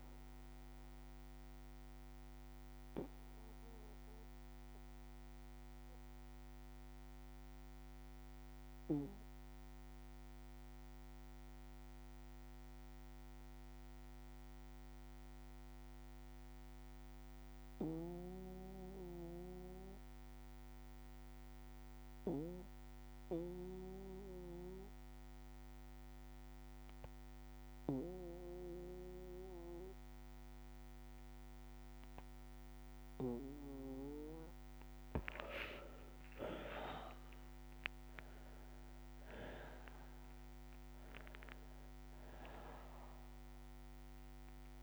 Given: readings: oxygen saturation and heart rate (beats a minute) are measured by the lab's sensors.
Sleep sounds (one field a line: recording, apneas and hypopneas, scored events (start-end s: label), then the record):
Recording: breathing in sleep by a microphone on the trachea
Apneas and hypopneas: 1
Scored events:
0.00-16.50 s: oxygen desaturation (device-marked, oxygen 92% lowest, heart rate 55 extreme)
0.50-32.50 s: bradycardia (device-marked, heart rate 62 before, 55 extreme)
3.00-33.00 s: obstructive apnea (oxygen 99% before, 92% lowest, heart rate 60 before, 55 extreme, up 5 after)
30.50-44.83 s: oxygen desaturation (device-marked, oxygen 99% before, 92% lowest, heart rate 56 before, 56 extreme)
35.00-39.50 s: arousal
From the record:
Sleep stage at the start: N2 (light sleep)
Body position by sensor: on the back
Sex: male